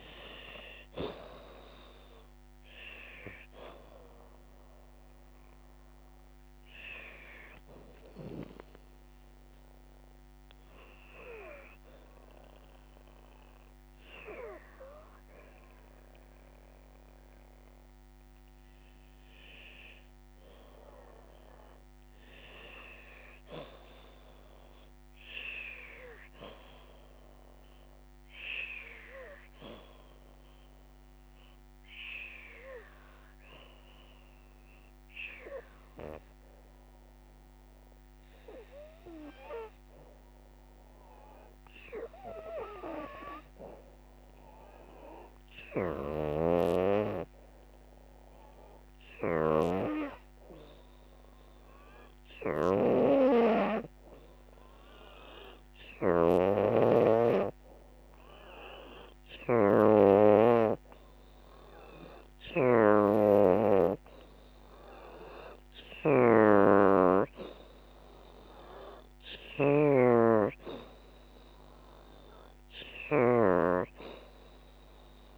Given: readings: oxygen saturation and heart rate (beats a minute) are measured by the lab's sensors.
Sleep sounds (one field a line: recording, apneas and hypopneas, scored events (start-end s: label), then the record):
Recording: breathing in sleep by a microphone on the trachea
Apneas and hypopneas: 1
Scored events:
0.00-17.50 s: oxygen desaturation (device-marked, oxygen 84% lowest, heart rate 63 extreme)
8.50-25.50 s: obstructive apnea (oxygen 93% before, 84% lowest, heart rate 73 before, 63 extreme, up 2 after)
23.50-34.50 s: oxygen desaturation (device-marked, oxygen 95% before, 89% lowest, heart rate 68 before, 63 extreme)
27.50-31.50 s: arousal
44.50-56.50 s: oxygen desaturation (device-marked, oxygen 90% before, 86% lowest, heart rate 69 before, 72 extreme)
62.50-75.37 s: oxygen desaturation (device-marked, oxygen 87% before, 84% lowest, heart rate 73 before, 66 extreme)
73.00-75.37 s: arousal
From the record:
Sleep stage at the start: N2 (light sleep)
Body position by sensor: on the back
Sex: female